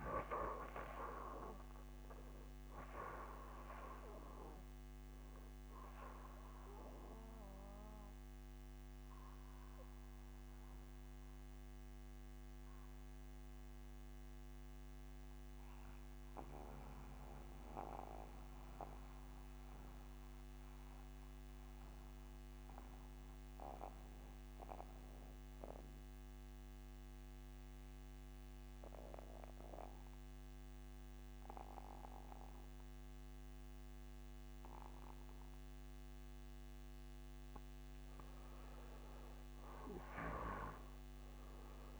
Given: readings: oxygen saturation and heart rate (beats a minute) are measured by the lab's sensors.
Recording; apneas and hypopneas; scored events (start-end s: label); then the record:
breathing in sleep by a microphone on the trachea; 1
0.00-13.00 s: oxygen desaturation (device-marked, oxygen 85% lowest, heart rate 59 extreme)
7.50-35.50 s: mixed apnea (oxygen 93% before, 86% lowest, heart rate 64 before, 60 extreme, up 2 after)
32.00-42.00 s: oxygen desaturation (device-marked, oxygen 98% before, 88% lowest, heart rate 61 before, 60 extreme)
39.50-42.00 s: arousal
From the record:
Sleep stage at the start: N2 (light sleep); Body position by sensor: on the back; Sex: male